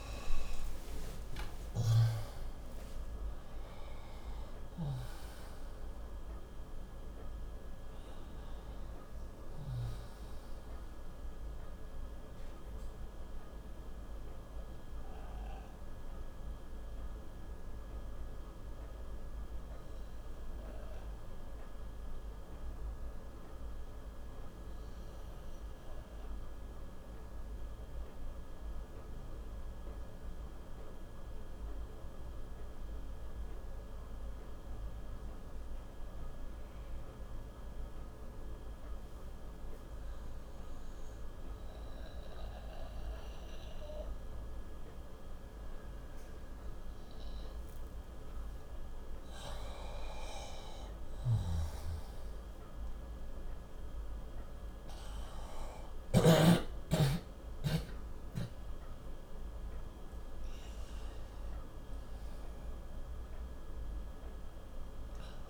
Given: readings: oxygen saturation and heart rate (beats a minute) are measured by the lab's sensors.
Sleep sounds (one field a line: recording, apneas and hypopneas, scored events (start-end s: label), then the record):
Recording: breathing in sleep by a room microphone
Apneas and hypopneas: 1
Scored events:
0.00-1.50 s: arousal
0.00-30.50 s: oxygen desaturation (device-marked, oxygen 88% lowest, heart rate 56 extreme)
10.50-48.50 s: obstructive apnea (oxygen 98% before, 88% lowest, heart rate 87 before, 56 extreme, up 6 after)
44.50-65.50 s: oxygen desaturation (device-marked, oxygen 99% before, 89% lowest, heart rate 62 before, 55 extreme)
53.50-58.00 s: arousal
From the record:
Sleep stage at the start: N2 (light sleep)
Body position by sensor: on the left side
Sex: male